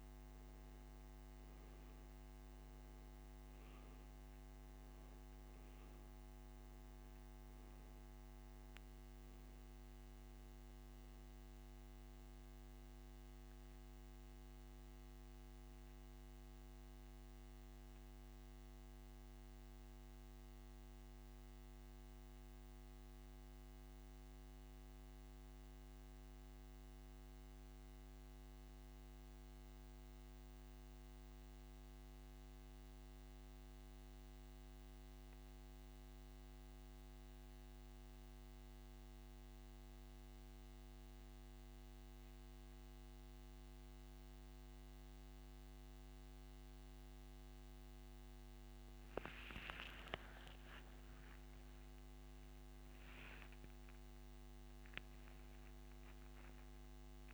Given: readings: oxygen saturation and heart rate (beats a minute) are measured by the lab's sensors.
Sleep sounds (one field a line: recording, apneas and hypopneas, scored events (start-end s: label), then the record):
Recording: breathing in sleep, hard to hear, by a microphone on the trachea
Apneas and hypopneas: 1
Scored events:
5.00-43.00 s: oxygen desaturation (device-marked, oxygen 96% before, 87% lowest)
18.00-48.00 s: central apnea (oxygen 97% before, 87% lowest)
54.00-57.34 s: new sleep stage, awake
From the record:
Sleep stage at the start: N2 (light sleep)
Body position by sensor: on the back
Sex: male